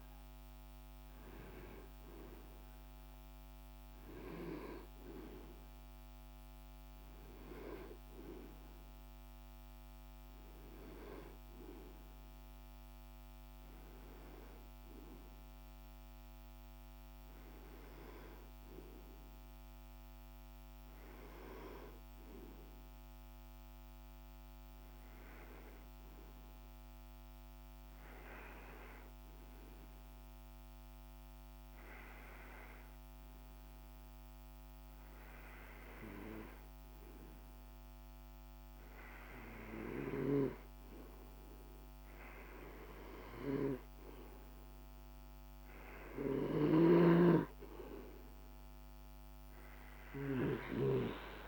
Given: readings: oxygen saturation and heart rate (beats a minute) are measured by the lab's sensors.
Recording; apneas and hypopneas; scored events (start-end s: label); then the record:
breathing in sleep by a microphone on the trachea; 1
0.00-13.50 s: oxygen desaturation (device-marked, oxygen 94% lowest, heart rate 48 extreme)
19.50-39.00 s: hypopnea (oxygen 98% before, 93% lowest, heart rate 52 before, 49 extreme, up 1 after)
41.00-45.00 s: arousal
43.50-51.48 s: oxygen desaturation (device-marked, oxygen 98% before, 93% lowest, heart rate 50 before, 49 extreme)
From the record:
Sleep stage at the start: N2 (light sleep); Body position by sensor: on the back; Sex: male